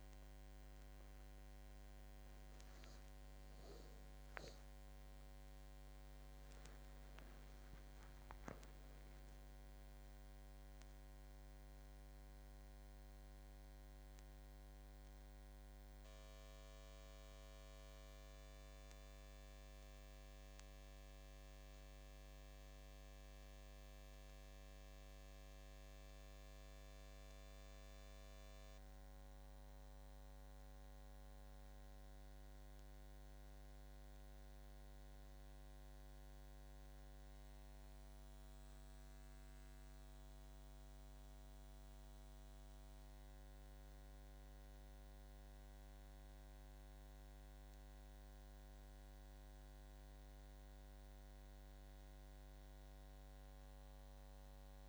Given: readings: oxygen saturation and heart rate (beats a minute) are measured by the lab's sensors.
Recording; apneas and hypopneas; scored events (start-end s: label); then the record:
a person awake in a sleep study, hard to hear, by a microphone on the trachea; none
none scored
From the record:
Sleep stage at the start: awake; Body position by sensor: on the back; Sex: male